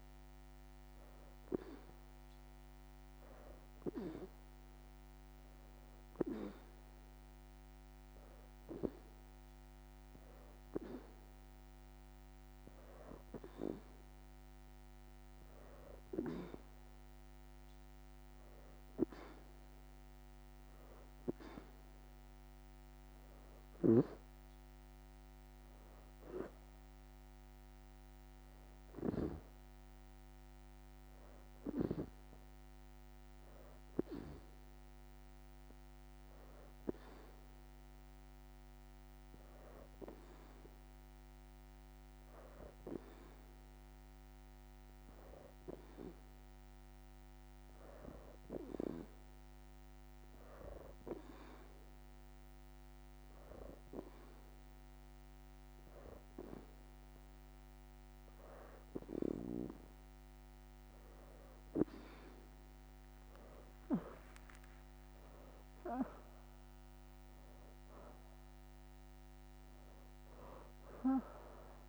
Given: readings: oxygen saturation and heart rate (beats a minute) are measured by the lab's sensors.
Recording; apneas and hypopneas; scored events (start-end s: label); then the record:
breathing in sleep by a microphone on the trachea; 2
0.00-7.50 s: oxygen desaturation (device-marked, oxygen 89% lowest, heart rate 84 extreme)
1.50-7.50 s: leg movement (device-marked)
3.50-16.50 s: hypopnea (oxygen 93% before, 86% lowest, heart rate 84 before, 82 extreme, up 2 after)
19.50-23.00 s: leg movement (device-marked)
20.50-24.00 s: arousal
23.50-25.50 s: leg movement (device-marked)
34.50-59.00 s: hypopnea (oxygen 91% before, 85% lowest, heart rate 86 before, 78 extreme, up 7 after)
42.50-63.50 s: oxygen desaturation (device-marked, oxygen 92% before, 87% lowest, heart rate 85 before, 78 extreme)
46.50-51.50 s: leg movement (device-marked)
63.50-69.00 s: arousal
64.00-68.00 s: leg movement (device-marked)
68.50-71.89 s: oxygen desaturation (device-marked, oxygen 89% before, 85% lowest, heart rate 85 before, 77 extreme)
From the record:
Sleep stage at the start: N2 (light sleep); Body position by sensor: on the back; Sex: female